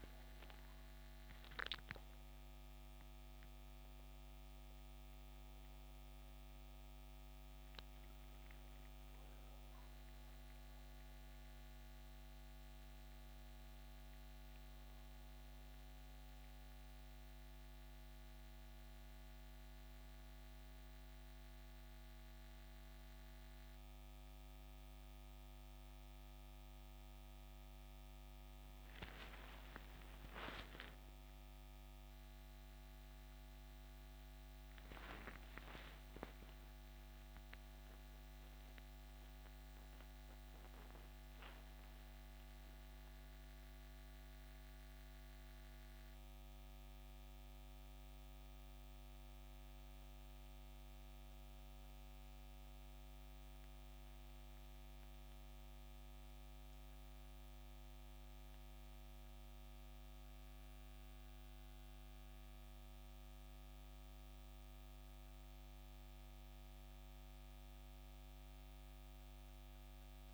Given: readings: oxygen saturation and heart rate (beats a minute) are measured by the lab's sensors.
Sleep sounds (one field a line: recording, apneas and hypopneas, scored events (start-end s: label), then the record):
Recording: a person awake in a sleep study, hard to hear, by a microphone on the trachea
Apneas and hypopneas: none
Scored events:
43.00-70.34 s: new sleep stage, N1 (lightest sleep)
From the record:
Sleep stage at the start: awake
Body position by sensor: on the back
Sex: male